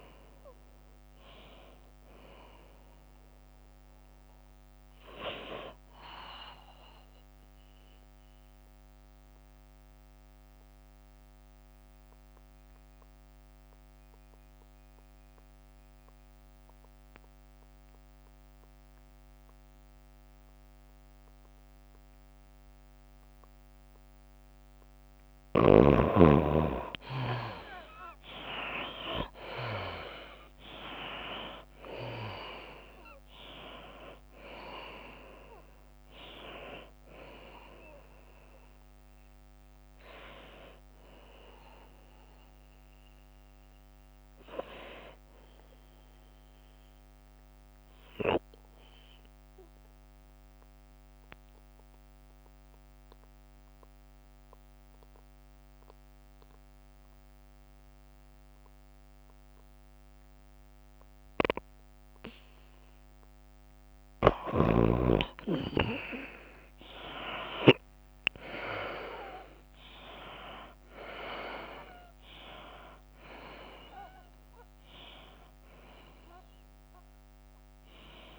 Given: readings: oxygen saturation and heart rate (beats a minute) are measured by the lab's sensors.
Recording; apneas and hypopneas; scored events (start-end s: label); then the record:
breathing in sleep by a microphone on the trachea; 2
0.00-11.50 s: drop in pulse transit time (device-marked, heart rate 88 extreme)
0.00-18.50 s: oxygen desaturation (device-marked, oxygen 75% lowest, heart rate 75 extreme)
0.50-2.50 s: tachycardia (device-marked, heart rate 90 before, 102 extreme)
8.00-27.50 s: mixed apnea (oxygen 97% before, 75% lowest, heart rate 89 before, 88 extreme, up 10 after)
29.50-34.50 s: arousal
30.50-53.50 s: oxygen desaturation (device-marked, oxygen 97% before, 78% lowest, heart rate 91 before, 88 extreme)
33.50-49.50 s: drop in pulse transit time (device-marked, heart rate 91 before, 94 extreme)
49.50-64.50 s: obstructive apnea (oxygen 97% before, 78% lowest, heart rate 97 before, 88 extreme, up 10 after)
61.50-78.39 s: oxygen desaturation (device-marked, oxygen 96% before, 78% lowest, heart rate 93 before, 89 extreme)
67.00-72.00 s: arousal
71.50-78.39 s: drop in pulse transit time (device-marked, heart rate 90 before, 96 extreme)
From the record:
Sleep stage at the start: N2 (light sleep); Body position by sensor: on the back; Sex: female